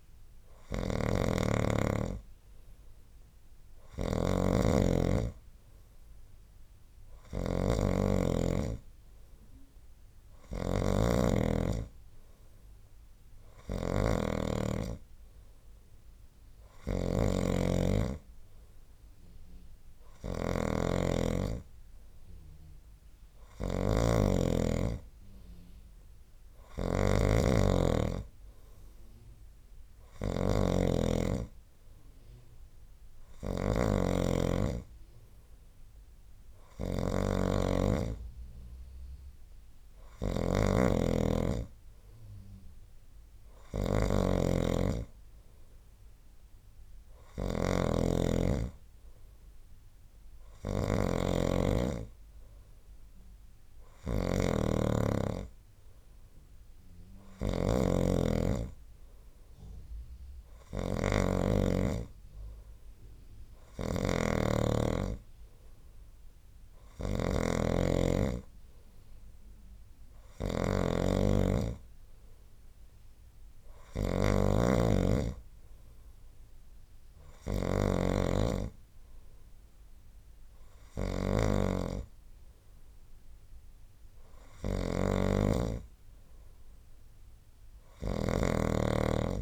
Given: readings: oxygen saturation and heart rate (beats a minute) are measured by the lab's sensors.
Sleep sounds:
breathing in sleep by a room microphone; none
0.00-89.42 s: snoring (device-marked)
From the record:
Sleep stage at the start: N2 (light sleep); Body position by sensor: on the right side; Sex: male

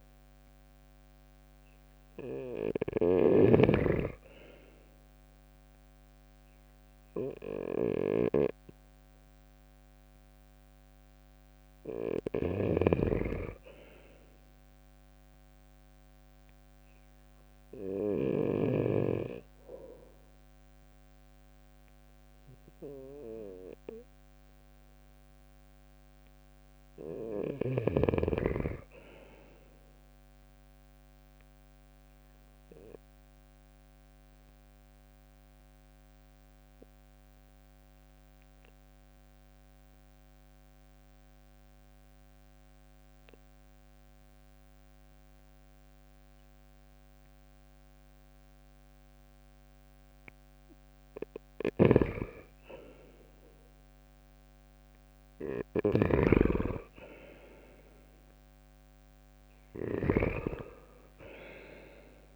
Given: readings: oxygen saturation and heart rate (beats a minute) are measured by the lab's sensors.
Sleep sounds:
breathing in sleep by a microphone on the trachea; 1
0.00-3.00 s: arousal
0.00-3.00 s: snoring (device-marked)
11.50-18.00 s: snoring (device-marked)
19.00-33.00 s: oxygen desaturation (device-marked, oxygen 95% before, 91% lowest, heart rate 69 before, 68 extreme)
31.00-50.50 s: obstructive apnea (oxygen 96% before, 93% lowest, heart rate 68 before, 66 extreme, up 8 after)
51.00-62.36 s: snoring (device-marked)
52.50-56.50 s: arousal
From the record:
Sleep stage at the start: REM sleep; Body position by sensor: on the right side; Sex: male

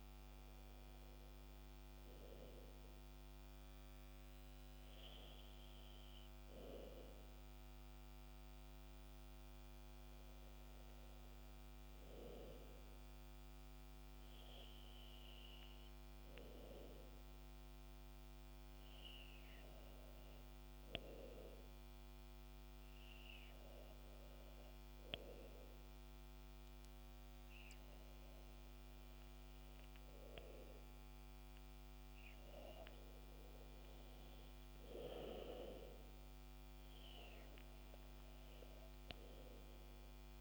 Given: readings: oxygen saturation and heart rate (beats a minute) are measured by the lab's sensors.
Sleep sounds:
breathing in sleep by a microphone on the trachea; 1
10.50-14.00 s: arousal
17.50-30.50 s: obstructive apnea (oxygen 98% before, 93% lowest, heart rate 75 before, 65 extreme, up 5 after)
33.00-37.50 s: arousal
From the record:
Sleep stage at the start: N2 (light sleep); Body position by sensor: on the back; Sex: male

